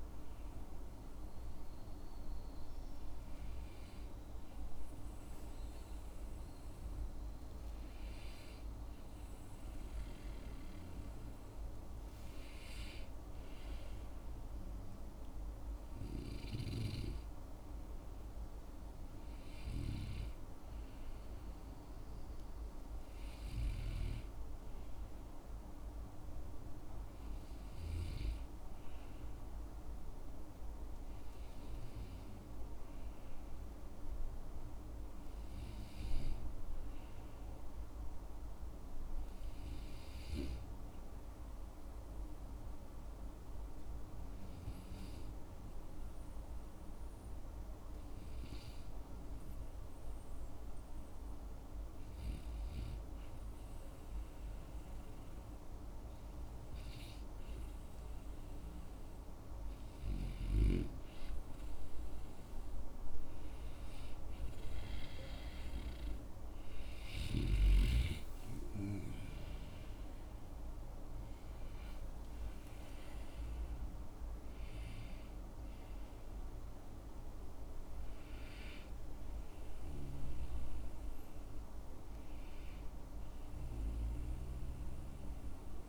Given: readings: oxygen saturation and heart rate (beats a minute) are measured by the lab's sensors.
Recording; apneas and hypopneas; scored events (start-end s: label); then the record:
breathing in sleep by a room microphone; 1
40.50-54.00 s: hypopnea (oxygen 95% before, 93% lowest)
63.50-68.00 s: arousal
From the record:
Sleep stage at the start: N2 (light sleep); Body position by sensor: on the right side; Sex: male